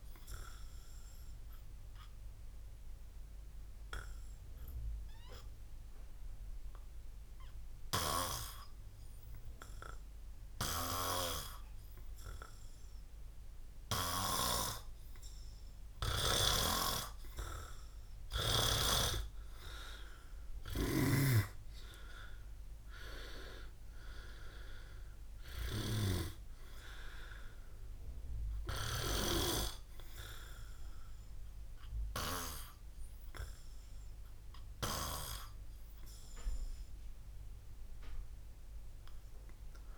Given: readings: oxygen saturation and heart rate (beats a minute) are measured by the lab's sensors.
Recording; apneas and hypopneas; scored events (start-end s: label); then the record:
breathing in sleep by a room microphone; 1
0.50-18.50 s: hypopnea (oxygen 99% before, 94% lowest, heart rate 69 before, 64 extreme, up 11 after)
21.00-24.50 s: arousal
29.00-39.98 s: oxygen desaturation (device-marked, oxygen 100% before, 95% lowest, heart rate 69 before, 62 extreme)
From the record:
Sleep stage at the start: N2 (light sleep); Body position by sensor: on the back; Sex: male